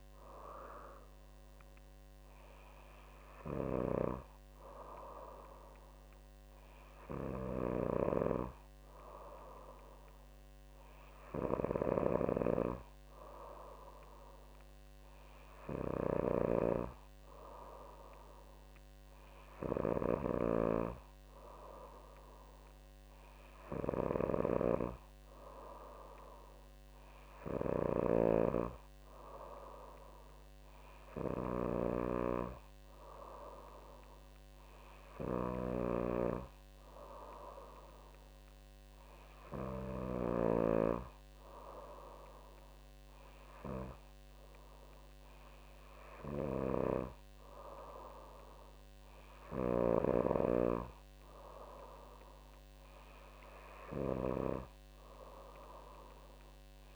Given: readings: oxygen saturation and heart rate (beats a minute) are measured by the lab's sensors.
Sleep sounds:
breathing in sleep by a microphone on the trachea; none
31.50-40.50 s: snoring (device-marked)
From the record:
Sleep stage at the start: N3 (deep sleep); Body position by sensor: on the back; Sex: female

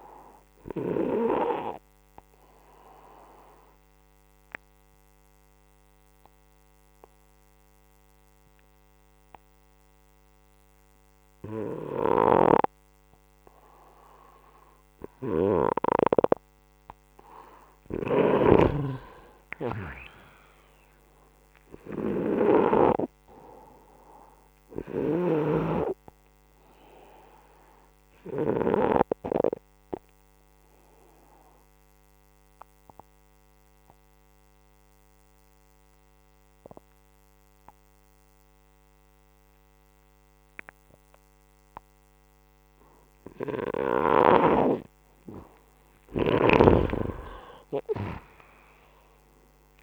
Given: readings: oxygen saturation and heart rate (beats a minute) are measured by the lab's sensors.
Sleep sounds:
breathing in sleep by a microphone on the trachea; 2
0.00-4.50 s: oxygen desaturation (device-marked, oxygen 93% lowest, heart rate 63 extreme)
1.50-14.50 s: obstructive apnea (oxygen 98% before, 89% lowest, heart rate 68 before, 63 extreme, up 8 after)
17.50-21.50 s: arousal
21.50-44.50 s: oxygen desaturation (device-marked, oxygen 96% before, 91% lowest, heart rate 66 before, 63 extreme)
29.50-41.50 s: obstructive apnea (oxygen 96% before, 89% lowest, heart rate 67 before, 63 extreme, up 7 after)
45.00-49.00 s: arousal
46.00-49.83 s: snoring (device-marked)
From the record:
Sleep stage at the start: N2 (light sleep); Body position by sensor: upright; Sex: male

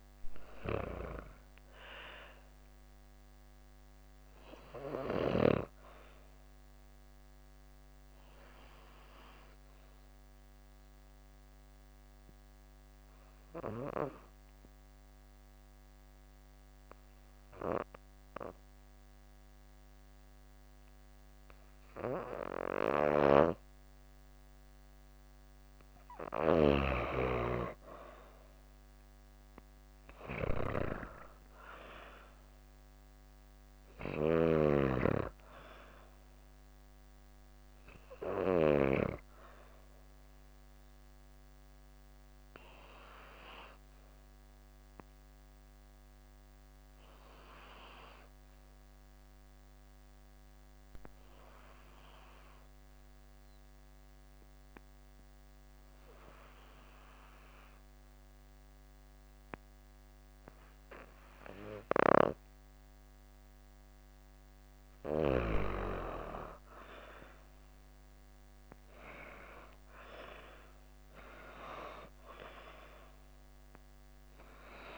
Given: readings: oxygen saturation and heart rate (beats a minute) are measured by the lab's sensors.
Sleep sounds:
breathing in sleep by a microphone on the trachea; 2
0.00-21.00 s: oxygen desaturation (device-marked, oxygen 88% lowest, heart rate 70 extreme)
7.50-23.00 s: obstructive apnea (oxygen 96% before, 86% lowest, heart rate 119 before, 70 extreme, up 11 after)
27.50-30.50 s: arousal
28.00-49.00 s: oxygen desaturation (device-marked, oxygen 97% before, 86% lowest, heart rate 134 before, 45 extreme)
33.50-38.00 s: snoring (device-marked)
40.00-61.00 s: obstructive apnea (oxygen 97% before, 86% lowest)
63.00-74.98 s: oxygen desaturation (device-marked, oxygen 97% before, 86% lowest)
66.50-71.00 s: arousal
From the record:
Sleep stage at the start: N2 (light sleep); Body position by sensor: on the back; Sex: female

